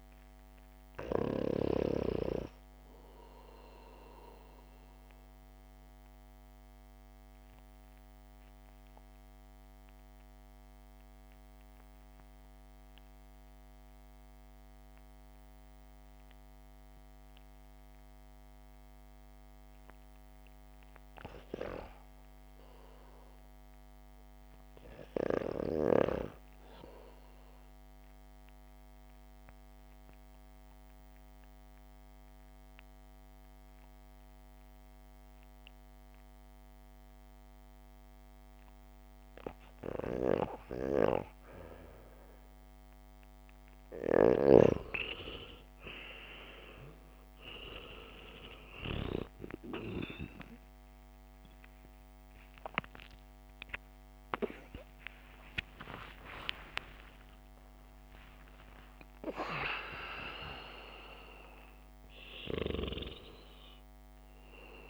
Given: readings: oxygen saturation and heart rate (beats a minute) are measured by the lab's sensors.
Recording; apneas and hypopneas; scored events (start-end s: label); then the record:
breathing in sleep by a microphone on the trachea; 1
3.50-22.50 s: obstructive apnea (oxygen 99% before, 92% lowest, heart rate 60 before, 50 extreme, up 3 after)
12.00-18.00 s: oxygen desaturation (device-marked, oxygen 96% before, 92% lowest, heart rate 62 before, 52 extreme)
24.50-28.00 s: arousal
38.00-59.00 s: oxygen desaturation (device-marked, oxygen 99% before, 95% lowest, heart rate 60 before, 50 extreme)
54.50-58.50 s: arousal
56.50-58.50 s: long interval between heartbeats (device-marked, heart rate 57 before, 85 extreme)
From the record:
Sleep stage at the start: REM sleep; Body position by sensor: on the back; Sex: male